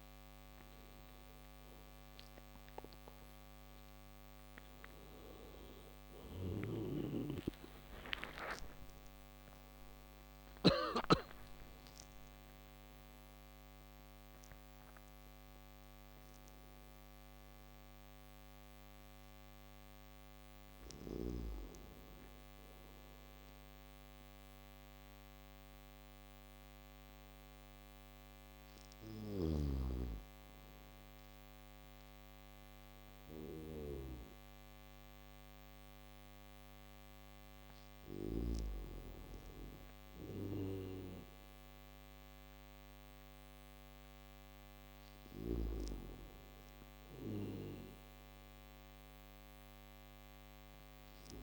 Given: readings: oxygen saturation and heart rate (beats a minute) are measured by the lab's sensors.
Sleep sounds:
breathing in sleep by a microphone on the trachea; none
6.00-10.50 s: snoring (device-marked)
28.50-38.00 s: snoring (device-marked)
From the record:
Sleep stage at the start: N3 (deep sleep); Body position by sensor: on the back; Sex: male

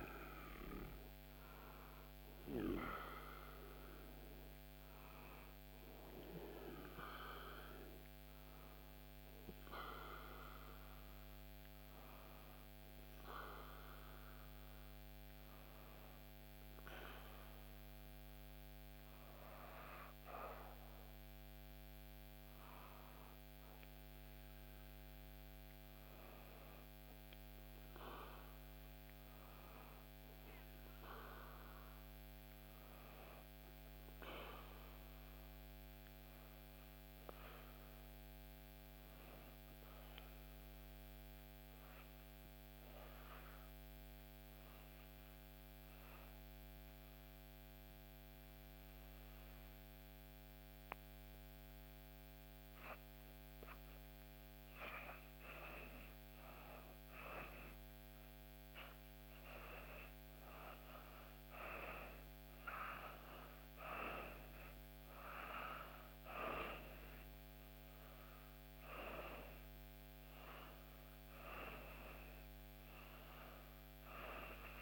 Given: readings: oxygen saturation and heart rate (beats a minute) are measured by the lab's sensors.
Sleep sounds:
breathing in sleep by a microphone on the trachea; 1
0.00-6.50 s: oxygen desaturation (device-marked, oxygen 87% lowest, heart rate 67 extreme)
26.50-30.00 s: arousal
34.50-51.50 s: obstructive apnea (oxygen 96% before, 83% lowest, heart rate 68 before, 63 extreme, up 1 after)
53.50-74.82 s: oxygen desaturation (device-marked, oxygen 95% before, 89% lowest, heart rate 66 before, 63 extreme)
54.50-58.00 s: arousal
From the record:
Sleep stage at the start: REM sleep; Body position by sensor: on the back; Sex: female

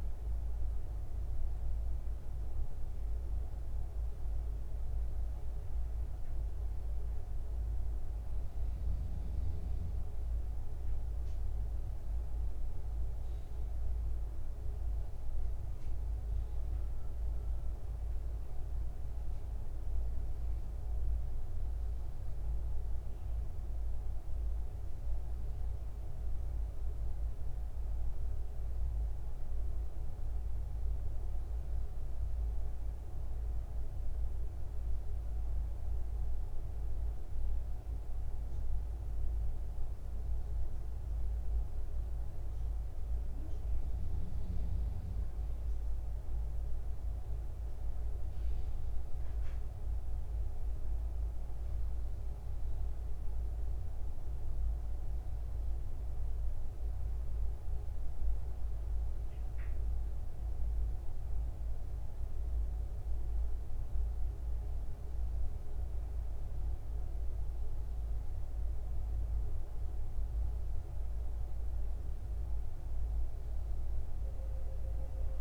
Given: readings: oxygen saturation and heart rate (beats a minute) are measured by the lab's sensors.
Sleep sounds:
breathing in sleep, hard to hear, by a room microphone; none
none scored
From the record:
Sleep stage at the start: N2 (light sleep); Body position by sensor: upright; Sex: male

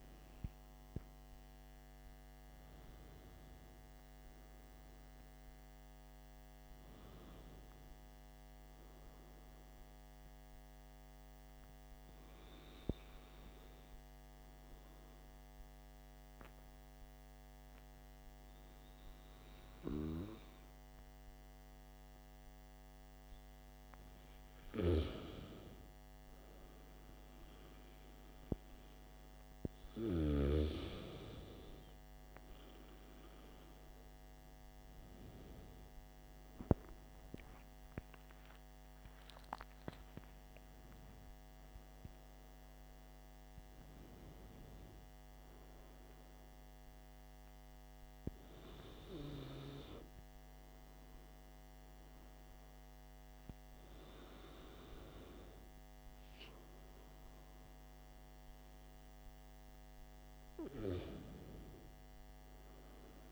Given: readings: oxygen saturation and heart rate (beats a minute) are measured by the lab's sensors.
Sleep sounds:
breathing in sleep by a microphone on the trachea; 1
10.00-22.00 s: hypopnea (oxygen 94% before, 92% lowest, heart rate 58 before, 54 extreme, up 4 after)
37.50-42.00 s: arousal
From the record:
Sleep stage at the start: N2 (light sleep); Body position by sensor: on the back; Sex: male

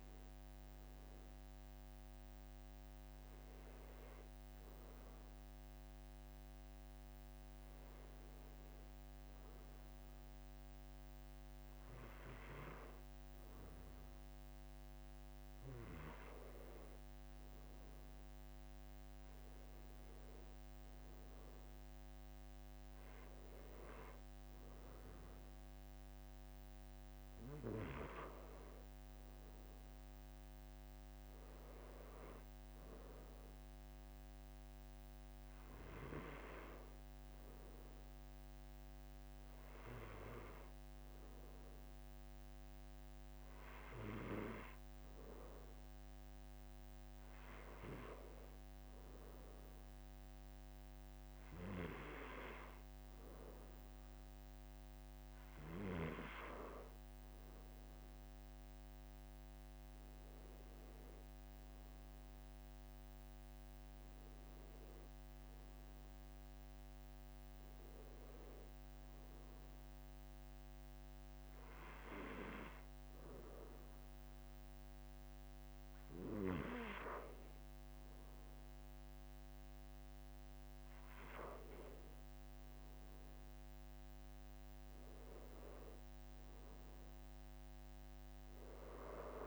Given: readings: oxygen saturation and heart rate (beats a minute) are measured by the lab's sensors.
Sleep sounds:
breathing in sleep by a microphone on the trachea; none
1.50-89.47 s: new sleep stage, N2 (light sleep)
8.50-10.50 s: long interval between heartbeats (device-marked, heart rate 48 before, 56 extreme)
48.50-50.50 s: long interval between heartbeats (device-marked, heart rate 48 before, 57 extreme)
65.00-67.00 s: long interval between heartbeats (device-marked, heart rate 57 before, 57 extreme)
69.00-71.00 s: long interval between heartbeats (device-marked, heart rate 59 before, 67 extreme)
From the record:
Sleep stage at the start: N1 (lightest sleep); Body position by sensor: on the back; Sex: male

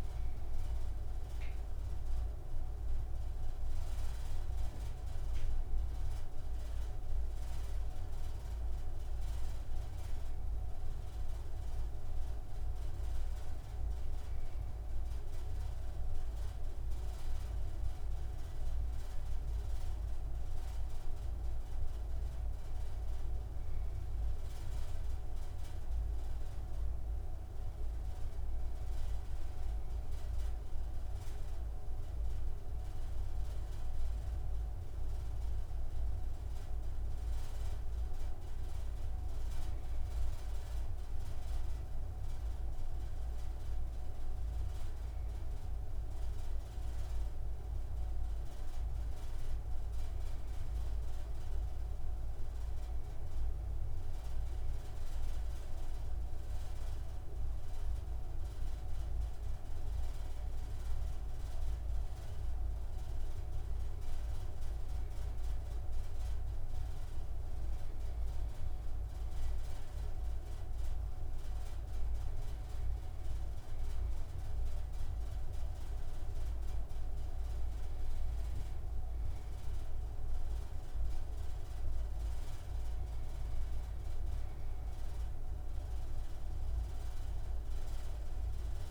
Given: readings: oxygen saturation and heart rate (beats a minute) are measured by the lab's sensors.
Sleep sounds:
breathing in sleep, hard to hear, by a room microphone; none
none scored
From the record:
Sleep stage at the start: N2 (light sleep); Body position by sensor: on the right side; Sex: male

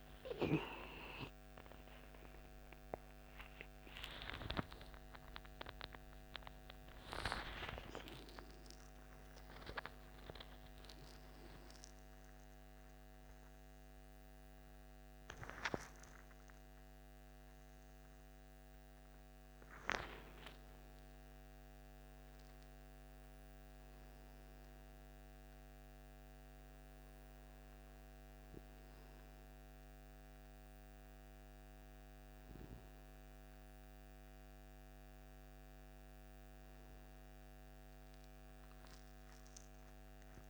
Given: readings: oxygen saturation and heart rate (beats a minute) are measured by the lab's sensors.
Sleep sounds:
a person partly awake in a sleep study, by a microphone on the trachea; none
12.50-40.50 s: new sleep stage, N1 (lightest sleep)
37.50-40.50 s: arousal
From the record:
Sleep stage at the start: awake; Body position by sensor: on the right side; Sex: male

